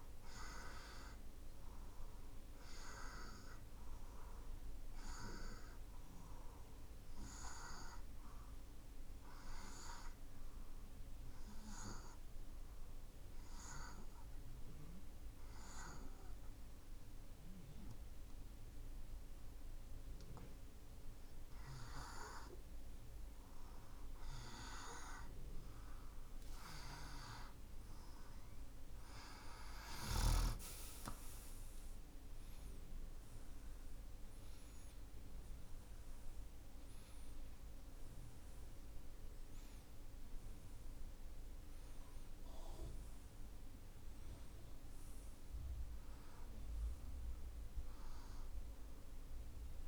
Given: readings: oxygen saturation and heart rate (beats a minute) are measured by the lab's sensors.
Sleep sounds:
breathing in sleep by a room microphone; 1
14.00-25.50 s: obstructive apnea (oxygen 92% before, 90% lowest)
30.00-33.50 s: arousal
From the record:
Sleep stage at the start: N2 (light sleep); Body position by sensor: on the right side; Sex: male

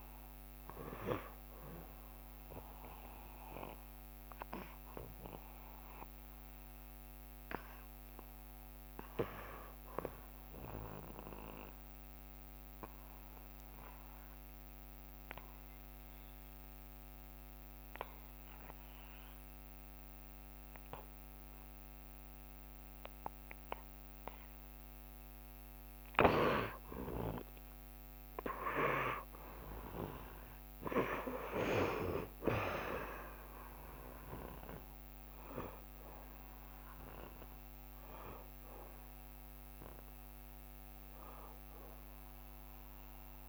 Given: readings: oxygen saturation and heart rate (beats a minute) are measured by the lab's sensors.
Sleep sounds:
breathing in sleep by a microphone on the trachea; 1
0.00-2.00 s: oxygen desaturation (device-marked, oxygen 86% lowest, heart rate 67 extreme)
3.00-7.50 s: arousal
11.00-25.50 s: obstructive apnea (oxygen 94% before, 86% lowest, heart rate 68 before, 67 extreme, up 3 after)
22.00-43.49 s: oxygen desaturation (device-marked, oxygen 93% before, 86% lowest, heart rate 67 before, 67 extreme)
28.00-32.50 s: arousal
From the record:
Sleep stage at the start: N2 (light sleep); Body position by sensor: on the back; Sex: male

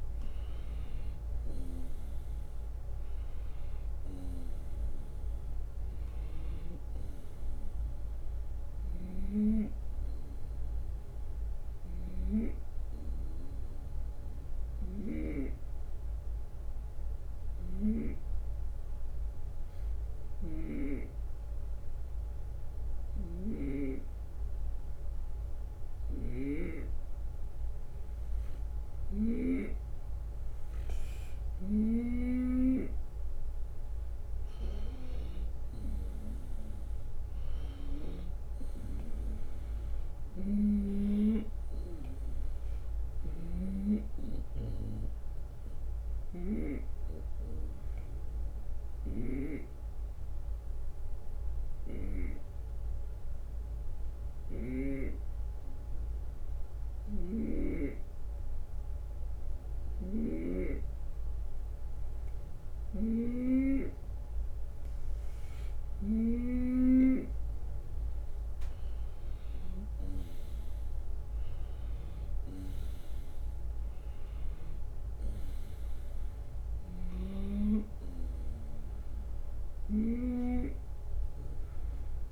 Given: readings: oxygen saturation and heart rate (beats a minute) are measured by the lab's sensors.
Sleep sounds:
breathing in sleep by a room microphone; 2
0.00-2.00 s: arousal
13.00-30.00 s: hypopnea (oxygen 95% before, 91% lowest)
14.50-26.50 s: snoring (device-marked)
18.00-20.00 s: long interval between heartbeats (device-marked)
32.50-36.00 s: arousal
43.00-52.00 s: snoring (device-marked)
47.00-63.00 s: obstructive apnea (oxygen 95% before, 91% lowest)
54.00-57.50 s: snoring (device-marked)
59.50-67.00 s: snoring (device-marked)
68.00-72.50 s: arousal
70.50-80.50 s: oxygen desaturation (device-marked, oxygen 95% before, 91% lowest)
78.00-80.00 s: long interval between heartbeats (device-marked)
From the record:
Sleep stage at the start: N2 (light sleep); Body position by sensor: on the right side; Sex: male

